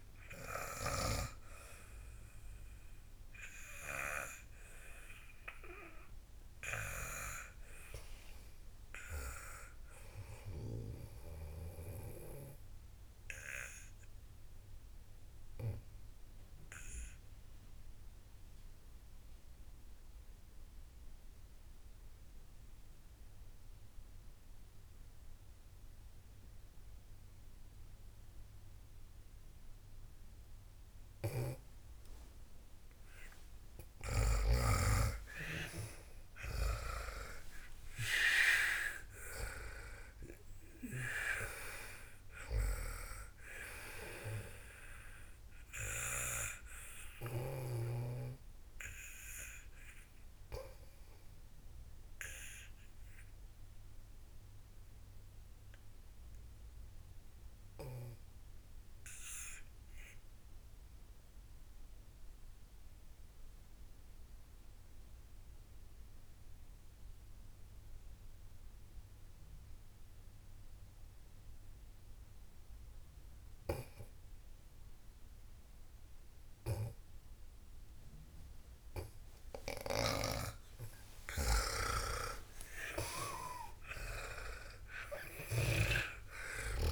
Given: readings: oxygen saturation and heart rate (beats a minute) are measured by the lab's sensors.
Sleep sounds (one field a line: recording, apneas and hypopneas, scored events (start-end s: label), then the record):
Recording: breathing in sleep by a room microphone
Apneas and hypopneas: 2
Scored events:
0.00-12.00 s: oxygen desaturation (device-marked, oxygen 93% lowest, heart rate 56 extreme)
14.00-33.00 s: obstructive apnea (oxygen 98% before, 92% lowest, heart rate 75 before, 56 extreme)
31.50-35.00 s: snoring (device-marked)
35.00-39.00 s: arousal
37.00-60.00 s: oxygen desaturation (device-marked, oxygen 98% before, 93% lowest, heart rate 62 before, 55 extreme)
41.50-47.00 s: snoring (device-marked)
48.50-81.50 s: obstructive apnea (oxygen 98% before, 89% lowest, heart rate 81 before, 55 extreme, up 47 after)
74.00-84.00 s: snoring (device-marked)
76.00-86.92 s: oxygen desaturation (device-marked, oxygen 98% before, 89% lowest, heart rate 58 before, 56 extreme)
83.00-86.92 s: arousal
From the record:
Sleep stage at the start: N2 (light sleep)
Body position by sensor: on the back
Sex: female